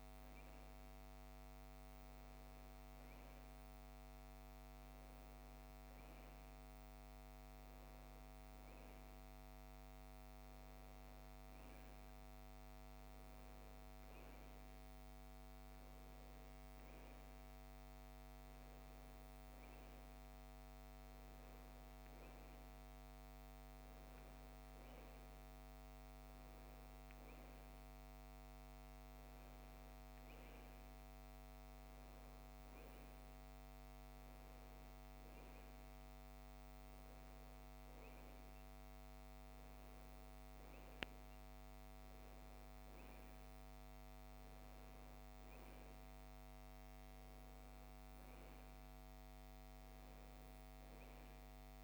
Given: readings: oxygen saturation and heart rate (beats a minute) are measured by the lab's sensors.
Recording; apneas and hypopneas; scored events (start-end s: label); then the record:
breathing in sleep, hard to hear, by a microphone on the trachea; none
none scored
From the record:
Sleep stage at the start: N1 (lightest sleep); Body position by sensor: on the right side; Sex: female